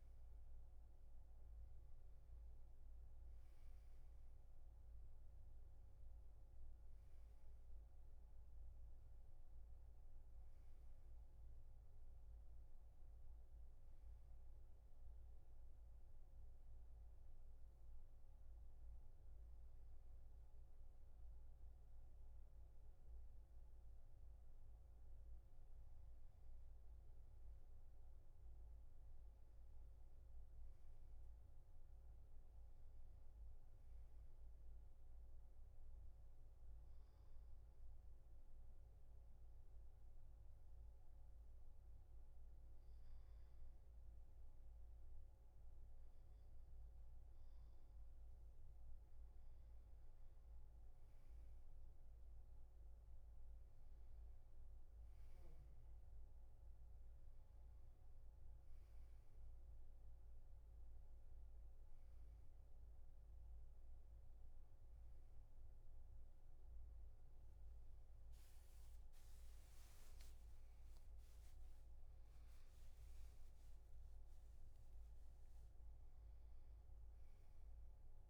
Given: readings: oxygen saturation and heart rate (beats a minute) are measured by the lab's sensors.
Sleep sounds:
breathing in sleep, hard to hear, by a room microphone; 2
0.00-12.50 s: oxygen desaturation (device-marked, oxygen 90% lowest, heart rate 64 extreme)
14.00-25.00 s: hypopnea (oxygen 95% before, 92% lowest, heart rate 75 before, 64 extreme, up 7 after)
26.50-31.00 s: arousal
35.50-48.50 s: hypopnea (oxygen 96% before, 92% lowest, heart rate 67 before, 66 extreme, up 10 after)
50.50-66.50 s: oxygen desaturation (device-marked, oxygen 95% before, 92% lowest, heart rate 69 before, 73 extreme)
71.00-76.00 s: arousal
From the record:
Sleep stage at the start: N1 (lightest sleep); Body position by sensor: on the back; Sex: male

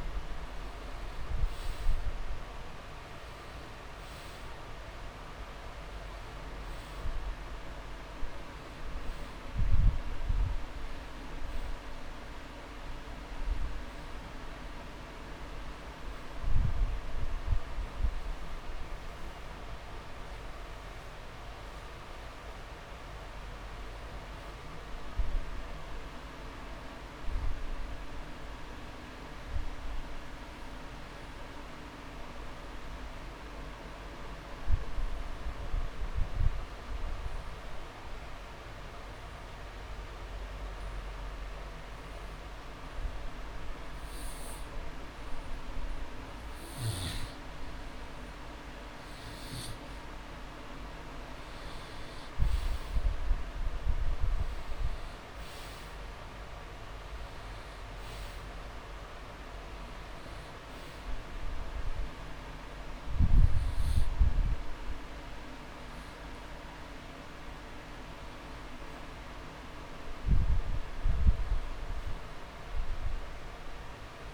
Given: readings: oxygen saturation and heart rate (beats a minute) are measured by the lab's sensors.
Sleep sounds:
breathing in sleep, hard to hear, by a room microphone; 1
0.00-1.50 s: long interval between heartbeats (device-marked)
0.00-1.50 s: oxygen desaturation (device-marked, oxygen 91% lowest)
0.50-4.50 s: arousal
8.00-10.00 s: long interval between heartbeats (device-marked)
14.50-25.50 s: oxygen desaturation (device-marked, oxygen 98% before, 92% lowest)
16.50-18.50 s: long interval between heartbeats (device-marked)
24.50-27.50 s: arousal
30.00-49.00 s: obstructive apnea (oxygen 99% before, 88% lowest)
48.00-50.00 s: long interval between heartbeats (device-marked)
50.50-54.00 s: arousal
53.50 s: drop in pulse transit time (device-marked)
53.50-74.34 s: oxygen desaturation (device-marked, oxygen 98% before, 88% lowest)
66.50-68.50 s: long interval between heartbeats (device-marked)
From the record:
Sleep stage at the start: N2 (light sleep); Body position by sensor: on the back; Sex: male

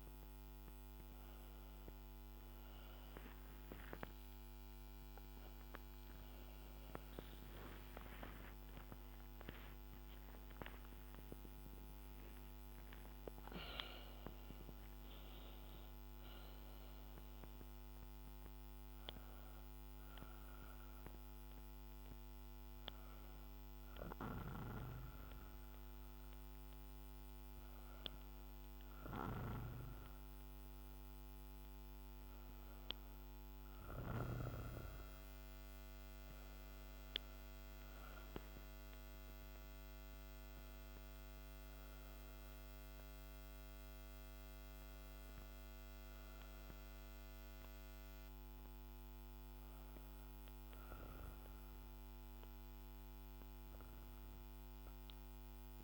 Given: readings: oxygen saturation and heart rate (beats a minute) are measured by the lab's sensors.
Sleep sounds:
breathing in sleep by a microphone on the trachea; none
3.00-5.00 s: long interval between heartbeats (device-marked, heart rate 77 before, 79 extreme)
15.00-55.84 s: new sleep stage, N2 (light sleep)
28.50-33.50 s: snoring (device-marked)
From the record:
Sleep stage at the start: N1 (lightest sleep); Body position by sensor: on the back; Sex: female

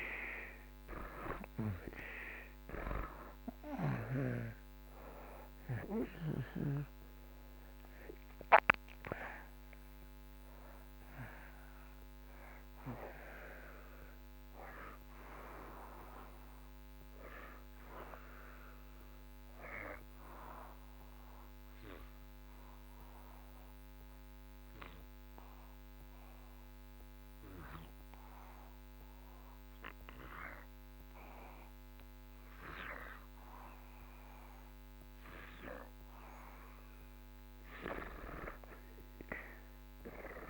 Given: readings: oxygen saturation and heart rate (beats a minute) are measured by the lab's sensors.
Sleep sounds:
breathing in sleep by a microphone on the trachea; 1
0.00-32.00 s: oxygen desaturation (device-marked, oxygen 78% lowest)
18.00-35.50 s: obstructive apnea (oxygen 95% before, 82% lowest)
38.50-40.50 s: arousal
From the record:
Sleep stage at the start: N2 (light sleep); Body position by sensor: on the back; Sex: male

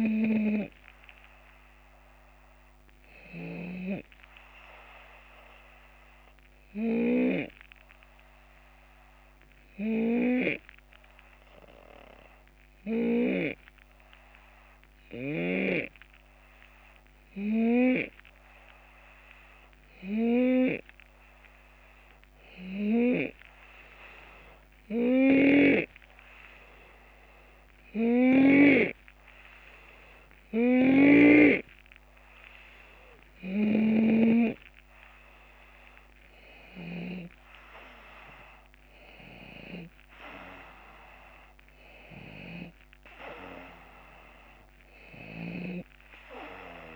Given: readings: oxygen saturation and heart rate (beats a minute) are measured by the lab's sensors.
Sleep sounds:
breathing in sleep by a microphone on the trachea; 1
0.00-1.00 s: drop in pulse transit time (device-marked, heart rate 75 extreme)
0.00-3.50 s: snoring (device-marked)
8.00-31.50 s: hypopnea (oxygen 89% before, 88% lowest, heart rate 78 before, 71 extreme, up 4 after)
25.00-28.50 s: snoring (device-marked)
30.50-37.00 s: snoring (device-marked)
34.50-38.00 s: arousal
35.00-46.96 s: drop in pulse transit time (device-marked, heart rate 75 before, 77 extreme)
45.00-46.96 s: snoring (device-marked)
From the record:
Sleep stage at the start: N2 (light sleep); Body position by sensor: on the left side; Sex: male

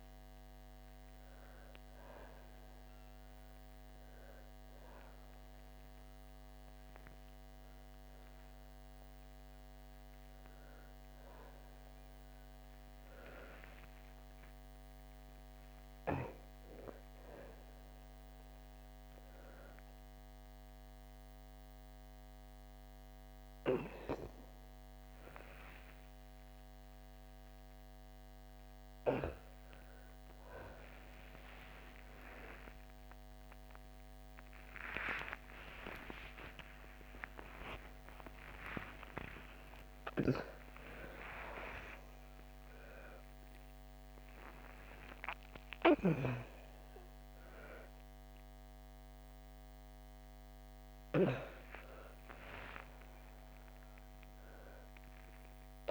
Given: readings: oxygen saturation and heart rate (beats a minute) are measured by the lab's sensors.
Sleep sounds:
breathing in sleep by a microphone on the trachea; none
31.50-37.00 s: arousal
From the record:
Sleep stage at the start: N1 (lightest sleep); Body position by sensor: on the back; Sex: female

